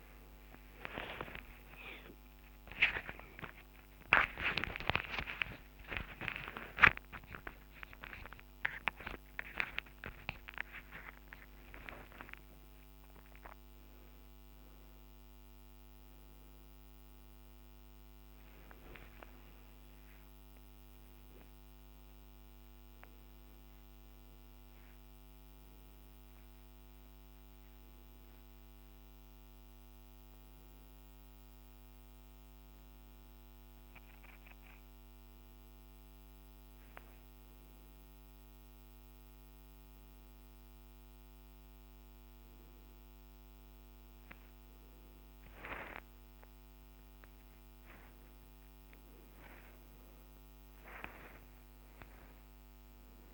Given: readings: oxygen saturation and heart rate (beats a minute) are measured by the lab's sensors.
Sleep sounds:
a person awake in a sleep study, by a microphone on the trachea; none
none scored
From the record:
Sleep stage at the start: awake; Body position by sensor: on the back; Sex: male

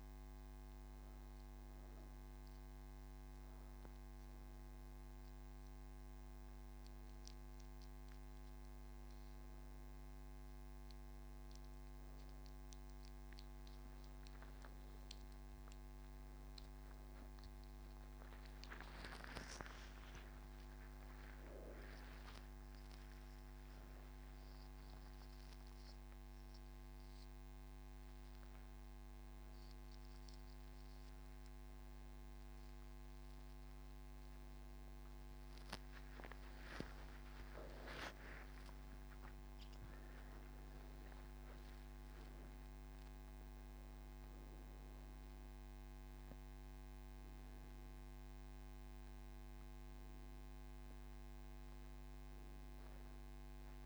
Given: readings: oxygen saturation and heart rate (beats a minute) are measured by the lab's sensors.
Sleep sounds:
breathing in sleep, hard to hear, by a microphone on the trachea; none
none scored
From the record:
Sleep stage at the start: N2 (light sleep); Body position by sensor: on the right side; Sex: female

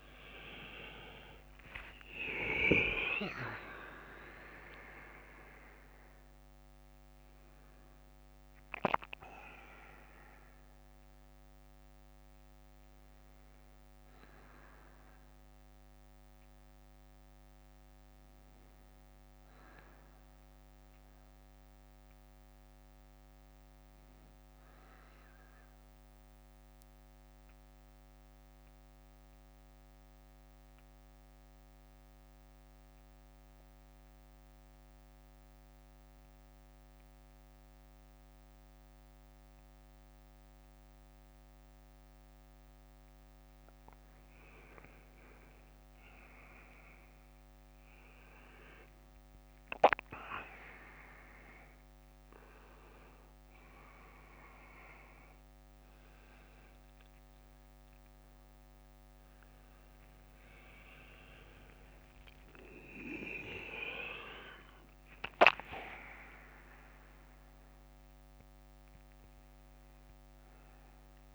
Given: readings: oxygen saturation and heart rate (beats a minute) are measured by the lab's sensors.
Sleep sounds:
a person partly awake in a sleep study, by a microphone on the trachea; 1
0.00-8.50 s: oxygen desaturation (device-marked, oxygen 94% lowest, heart rate 50 extreme)
4.50-7.50 s: bradycardia (device-marked, heart rate 64 before, 63 extreme)
13.50-31.50 s: bradycardia (device-marked, heart rate 64 before, 50 extreme)
13.50-71.35 s: new sleep stage, N1 (lightest sleep)
26.00-44.50 s: central apnea (oxygen 98% before, 92% lowest, heart rate 58 before, 51 extreme, up 21 after)
32.50-43.50 s: bradycardia (device-marked, heart rate 64 before, 51 extreme)
46.50-71.35 s: oxygen desaturation (device-marked, oxygen 99% before, 92% lowest, heart rate 56 before, 48 extreme)
48.00-52.00 s: arousal
69.50-71.35 s: bradycardia (device-marked, heart rate 64 before, 48 extreme)
From the record:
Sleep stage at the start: awake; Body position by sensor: on the back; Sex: male

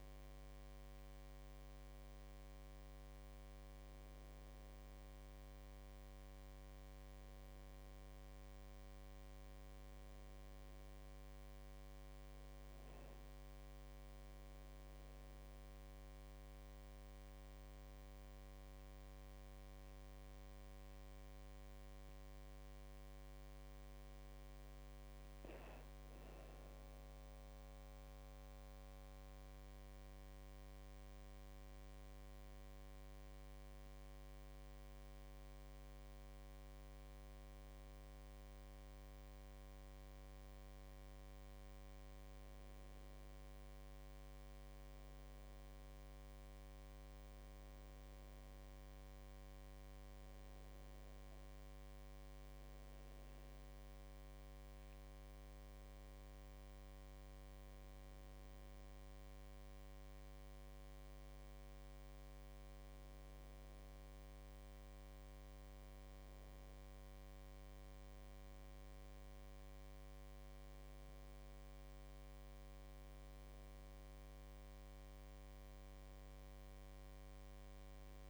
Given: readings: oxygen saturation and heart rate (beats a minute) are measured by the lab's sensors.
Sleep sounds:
breathing in sleep, hard to hear, by a microphone on the trachea; none
46.00-56.00 s: drop in pulse transit time (device-marked, heart rate 81 before, 79 extreme)
From the record:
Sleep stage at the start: N1 (lightest sleep); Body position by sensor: on the back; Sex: female

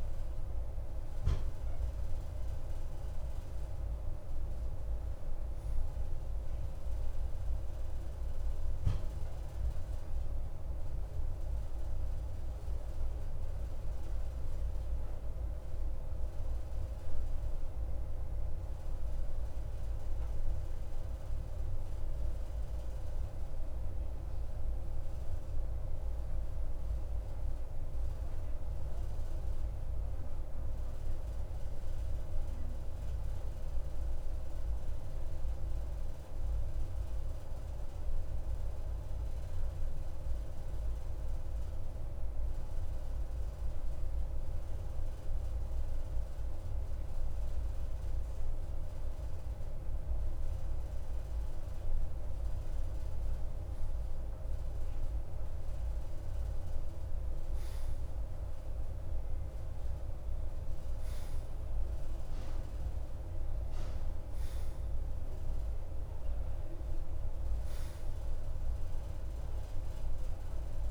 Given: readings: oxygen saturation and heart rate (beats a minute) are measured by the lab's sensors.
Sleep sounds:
breathing in sleep, hard to hear, by a room microphone; 1
18.50-40.50 s: mixed apnea (oxygen 94% before, 91% lowest, heart rate 55 before, 48 extreme, up 8 after)
43.00-47.00 s: arousal
From the record:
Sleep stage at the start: N2 (light sleep); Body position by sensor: on the right side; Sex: male

